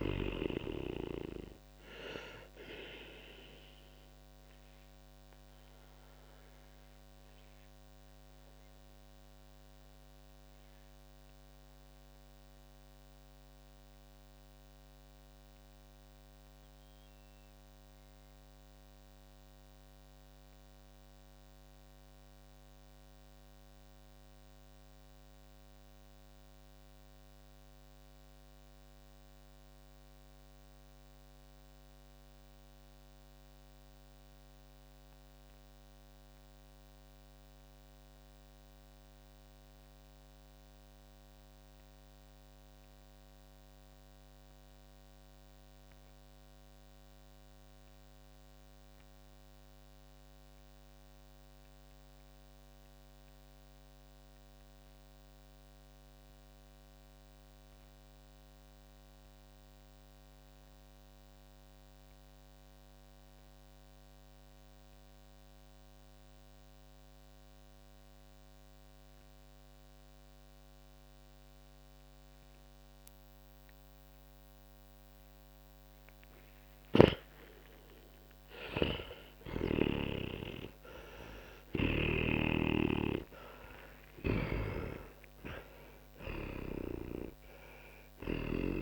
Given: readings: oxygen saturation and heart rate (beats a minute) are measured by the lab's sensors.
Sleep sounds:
breathing in sleep by a microphone on the trachea; 1
0.00-3.00 s: oxygen desaturation (device-marked, oxygen 93% lowest, heart rate 44 extreme)
3.50-75.50 s: mixed apnea (oxygen 99% before, 82% lowest, heart rate 67 before, 38 extreme, up 21 after)
10.00-32.00 s: oxygen desaturation (device-marked, oxygen 95% before, 87% lowest, heart rate 68 before, 38 extreme)
62.00-88.82 s: oxygen desaturation (device-marked, oxygen 98% before, 82% lowest, heart rate 44 before, 41 extreme)
76.50-80.00 s: snoring (device-marked)
78.50-84.00 s: arousal
84.50-88.50 s: snoring (device-marked)
From the record:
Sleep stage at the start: N2 (light sleep); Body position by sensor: on the back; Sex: male

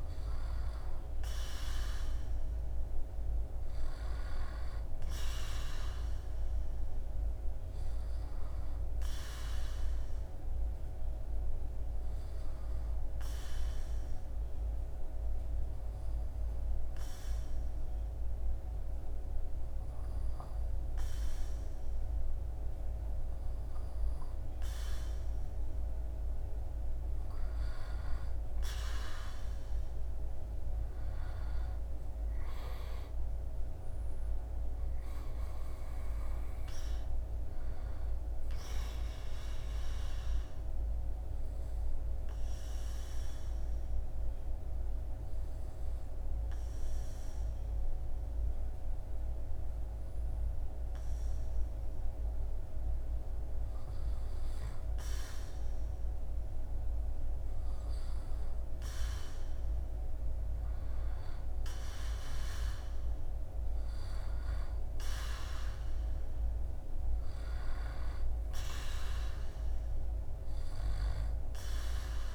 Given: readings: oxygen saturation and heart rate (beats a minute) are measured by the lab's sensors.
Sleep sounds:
breathing in sleep, hard to hear, by a room microphone; 2
0.00-1.50 s: arousal
2.50-14.50 s: oxygen desaturation (device-marked, oxygen 99% before, 95% lowest, heart rate 76 before, 74 extreme)
11.00-25.00 s: obstructive apnea (oxygen 99% before, 94% lowest, heart rate 75 before, 76 extreme, up 3 after)
27.00-32.00 s: arousal
40.50-53.50 s: obstructive apnea (oxygen 97% before, 93% lowest, heart rate 78 before, 75 extreme, up 5 after)
54.50-59.00 s: arousal
From the record:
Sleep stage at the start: N2 (light sleep); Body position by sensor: on the back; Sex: male

